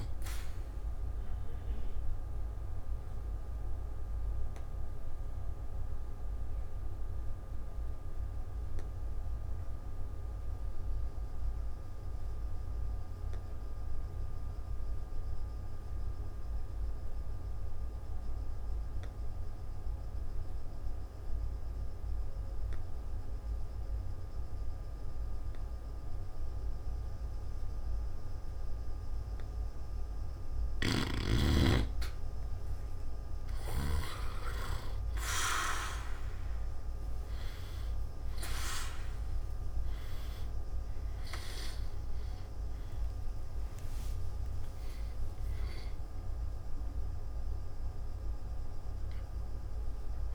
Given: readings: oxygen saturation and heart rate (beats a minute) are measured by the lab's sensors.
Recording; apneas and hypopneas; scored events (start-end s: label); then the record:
breathing in sleep by a room microphone; 1
2.50-30.50 s: obstructive apnea (oxygen 98% before, 89% lowest, heart rate 55 before, 49 extreme, up 3 after)
3.50-21.50 s: oxygen desaturation (device-marked, oxygen 95% before, 89% lowest, heart rate 55 before, 49 extreme)
30.50-34.00 s: snoring (device-marked)
39.00-44.00 s: arousal
39.50-46.50 s: oxygen desaturation (device-marked, oxygen 97% before, 93% lowest, heart rate 51 before, 53 extreme)
From the record:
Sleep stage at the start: N2 (light sleep); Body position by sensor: on the back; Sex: male